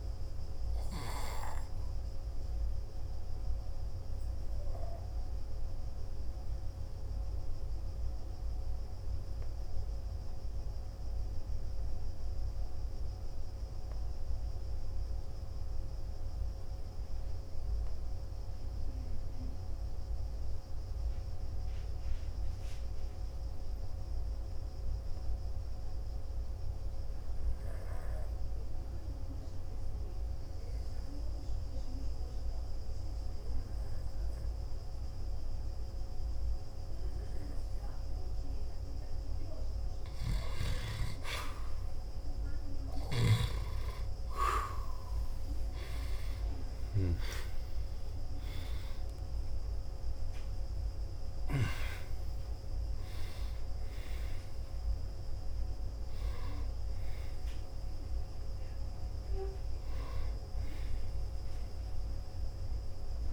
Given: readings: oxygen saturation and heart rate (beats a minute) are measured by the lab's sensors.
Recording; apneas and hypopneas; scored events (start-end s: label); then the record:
breathing in sleep by a room microphone; 1
1.50-39.00 s: obstructive apnea (oxygen 97% before, 87% lowest, heart rate 53 before, 47 extreme, up 4 after)
22.00-33.00 s: oxygen desaturation (device-marked, oxygen 96% before, 92% lowest, heart rate 54 before, 47 extreme)
44.00-49.00 s: arousal
45.00-55.00 s: oxygen desaturation (device-marked, oxygen 97% before, 92% lowest, heart rate 50 before, 55 extreme)
62.00-63.32 s: oxygen desaturation (device-marked, oxygen 94% before, 87% lowest, heart rate 57 before, 51 extreme)
From the record:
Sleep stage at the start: N2 (light sleep); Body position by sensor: on the back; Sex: male